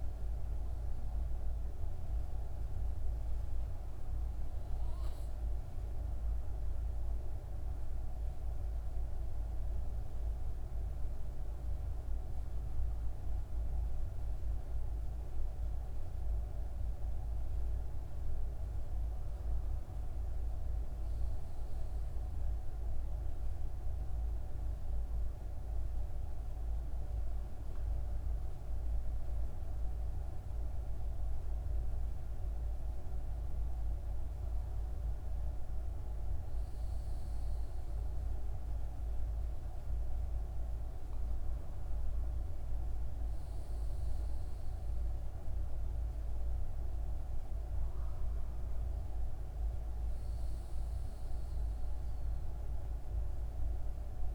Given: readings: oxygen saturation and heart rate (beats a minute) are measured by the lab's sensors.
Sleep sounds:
breathing in sleep, hard to hear, by a room microphone; none
0.00-5.50 s: arousal
From the record:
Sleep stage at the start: N1 (lightest sleep); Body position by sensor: on the left side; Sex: male

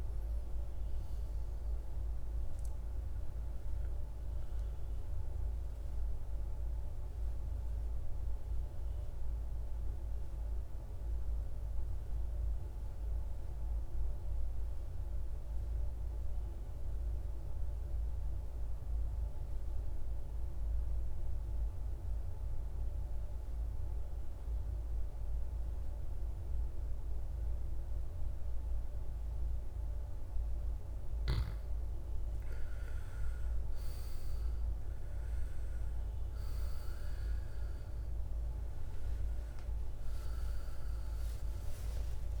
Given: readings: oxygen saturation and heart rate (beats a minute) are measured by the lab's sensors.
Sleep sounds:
breathing in sleep, hard to hear, by a room microphone; 1
4.00-8.00 s: arousal
10.50-30.00 s: mixed apnea (oxygen 99% before, 87% lowest, heart rate 60 before, 52 extreme, up 13 after)
27.00-42.40 s: oxygen desaturation (device-marked, oxygen 98% before, 87% lowest, heart rate 54 before, 54 extreme)
32.00-36.00 s: arousal
From the record:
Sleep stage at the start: N2 (light sleep); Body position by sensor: on the back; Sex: male

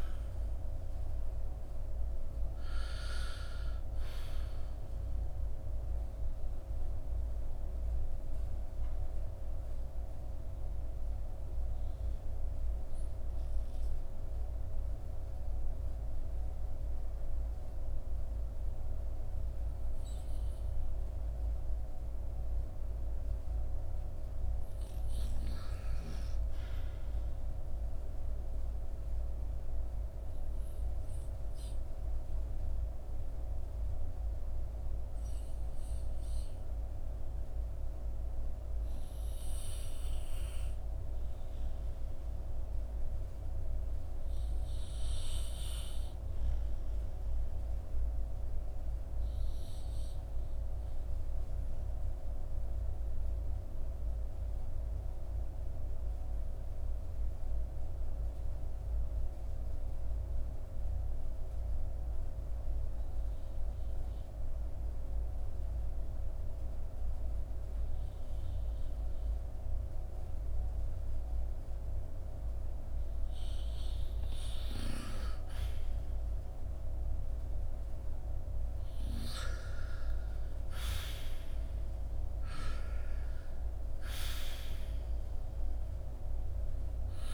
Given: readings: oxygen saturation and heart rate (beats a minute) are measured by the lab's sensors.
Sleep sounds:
breathing in sleep, hard to hear, by a room microphone; 1
0.00-31.50 s: oxygen desaturation (device-marked, oxygen 75% lowest, heart rate 49 extreme)
5.50-74.50 s: mixed apnea (oxygen 93% before, 75% lowest, heart rate 71 before, 46 extreme, up 6 after)
41.50-87.34 s: oxygen desaturation (device-marked, oxygen 99% before, 78% lowest, heart rate 56 before, 42 extreme)
76.50-81.00 s: arousal
From the record:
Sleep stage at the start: N2 (light sleep); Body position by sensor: on the back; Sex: male

